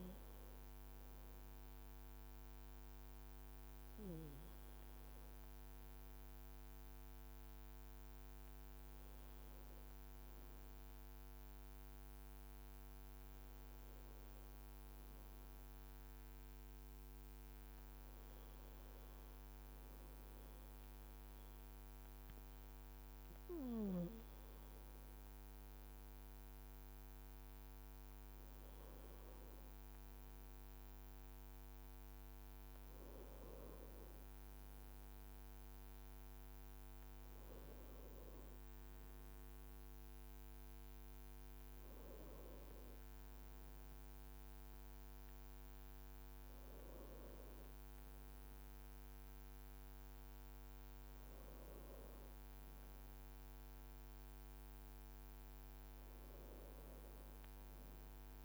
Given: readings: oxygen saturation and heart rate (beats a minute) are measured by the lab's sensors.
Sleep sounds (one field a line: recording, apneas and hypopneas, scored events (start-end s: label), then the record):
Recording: breathing in sleep, hard to hear, by a microphone on the trachea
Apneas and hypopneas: none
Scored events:
13.00-19.50 s: leg movement (device-marked)
23.00-26.50 s: arousal
27.50-37.00 s: leg movement (device-marked)
27.50-58.44 s: new sleep stage, N1 (lightest sleep)
45.50-52.00 s: leg movement (device-marked)
From the record:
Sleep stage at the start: N2 (light sleep)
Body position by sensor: on the back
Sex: male